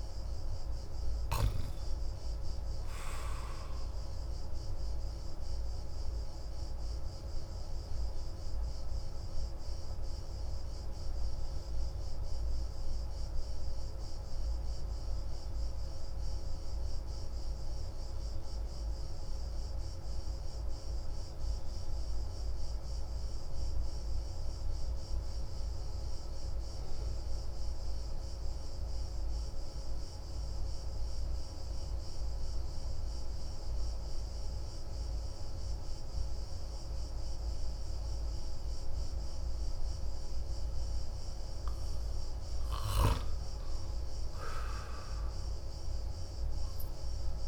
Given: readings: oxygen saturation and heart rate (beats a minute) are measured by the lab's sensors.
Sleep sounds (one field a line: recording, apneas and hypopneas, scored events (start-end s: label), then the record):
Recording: breathing in sleep, hard to hear, by a room microphone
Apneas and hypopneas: 1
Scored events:
0.00-1.00 s: arousal
0.00-13.00 s: oxygen desaturation (device-marked, oxygen 94% lowest)
6.00-39.00 s: obstructive apnea (oxygen 98% before, 92% lowest)
40.50-43.00 s: arousal
45.00-47.48 s: oxygen desaturation (device-marked, oxygen 97% before, 93% lowest)
From the record:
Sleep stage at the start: N2 (light sleep)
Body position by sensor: on the back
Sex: male